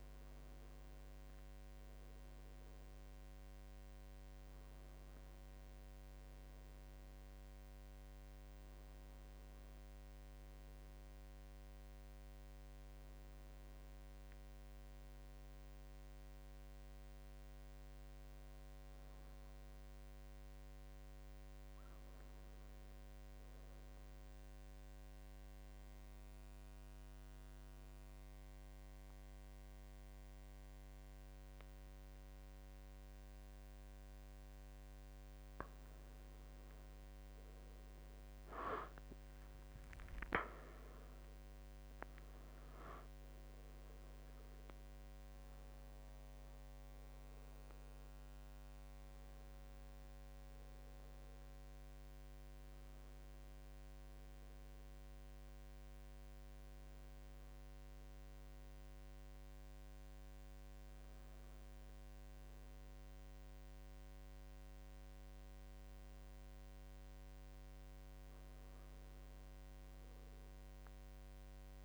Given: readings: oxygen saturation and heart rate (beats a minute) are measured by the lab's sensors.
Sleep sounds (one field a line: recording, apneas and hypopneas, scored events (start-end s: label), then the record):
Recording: breathing in sleep, hard to hear, by a microphone on the trachea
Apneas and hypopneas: none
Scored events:
8.50-71.85 s: new sleep stage, N2 (light sleep)
35.50-63.50 s: oxygen desaturation (device-marked, oxygen 95% before, 90% lowest, heart rate 74 before, 73 extreme)
38.50-44.00 s: arousal
From the record:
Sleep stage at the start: N1 (lightest sleep)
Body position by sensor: on the right side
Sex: male